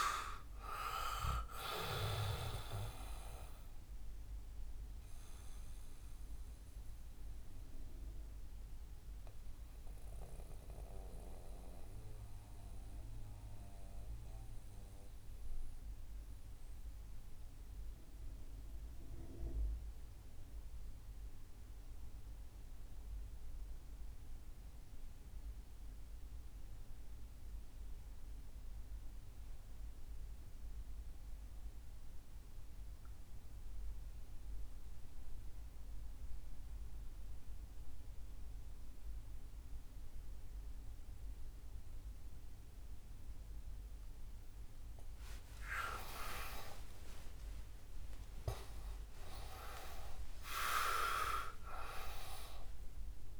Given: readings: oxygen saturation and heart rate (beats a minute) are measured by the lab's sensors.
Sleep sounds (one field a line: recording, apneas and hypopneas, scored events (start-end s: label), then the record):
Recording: breathing in sleep by a room microphone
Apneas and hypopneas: 1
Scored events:
0.00-26.50 s: oxygen desaturation (device-marked, oxygen 88% lowest, heart rate 56 extreme)
5.00-44.50 s: mixed apnea (oxygen 99% before, 88% lowest, heart rate 66 before, 56 extreme, up 16 after)
42.50-53.40 s: oxygen desaturation (device-marked, oxygen 98% before, 88% lowest, heart rate 65 before, 61 extreme)
45.50-50.00 s: arousal
From the record:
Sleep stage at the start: N2 (light sleep)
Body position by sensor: on the back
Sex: male